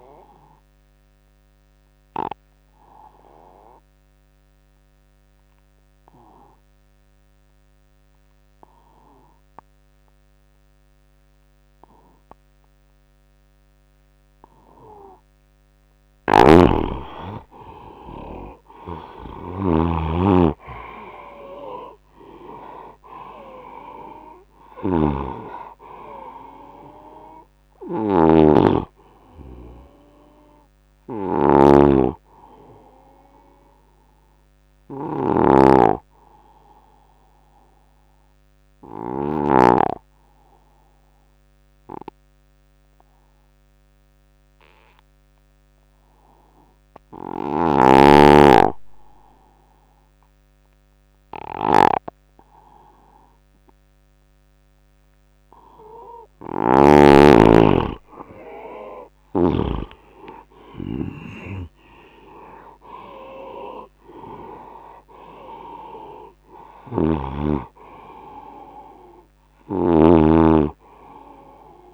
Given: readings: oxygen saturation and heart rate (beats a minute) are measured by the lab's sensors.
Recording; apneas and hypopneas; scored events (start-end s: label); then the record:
breathing in sleep by a microphone on the trachea; 2
1.00-16.00 s: obstructive apnea (oxygen 98% before, 88% lowest, heart rate 79 before, 70 extreme, up 13 after)
4.00-32.00 s: oxygen desaturation (device-marked, oxygen 98% before, 88% lowest, heart rate 78 before, 70 extreme)
16.00-39.00 s: snoring (device-marked)
18.50-22.00 s: arousal
37.00-56.00 s: obstructive apnea (oxygen 95% before, 88% lowest, heart rate 77 before, 73 extreme, up 4 after)
56.00-59.50 s: snoring (device-marked)
59.00-62.50 s: arousal
59.00-71.94 s: oxygen desaturation (device-marked, oxygen 99% before, 90% lowest, heart rate 77 before, 71 extreme)
66.50-71.94 s: snoring (device-marked)
From the record:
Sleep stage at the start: N2 (light sleep); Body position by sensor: on the right side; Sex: male